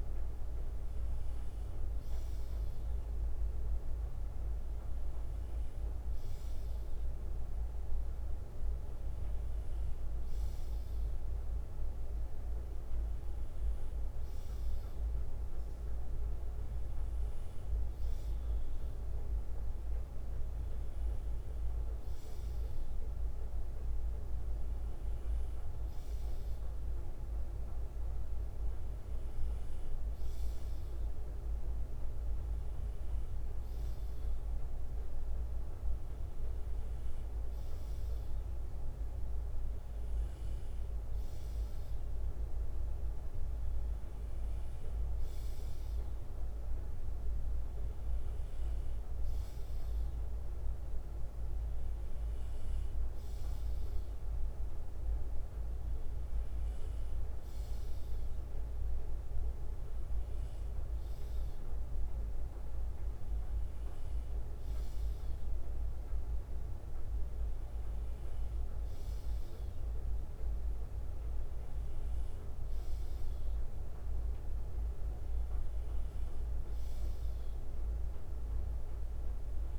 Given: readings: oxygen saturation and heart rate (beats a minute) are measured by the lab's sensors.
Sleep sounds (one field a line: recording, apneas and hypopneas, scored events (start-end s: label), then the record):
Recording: breathing in sleep, hard to hear, by a room microphone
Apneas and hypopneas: none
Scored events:
0.00-2.50 s: bradycardia (device-marked, heart rate 59 extreme)
56.50-59.50 s: bradycardia (device-marked, heart rate 61 before, 60 extreme)
67.50-70.50 s: bradycardia (device-marked, heart rate 61 before, 58 extreme)
From the record:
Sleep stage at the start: N2 (light sleep)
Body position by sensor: on the left side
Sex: male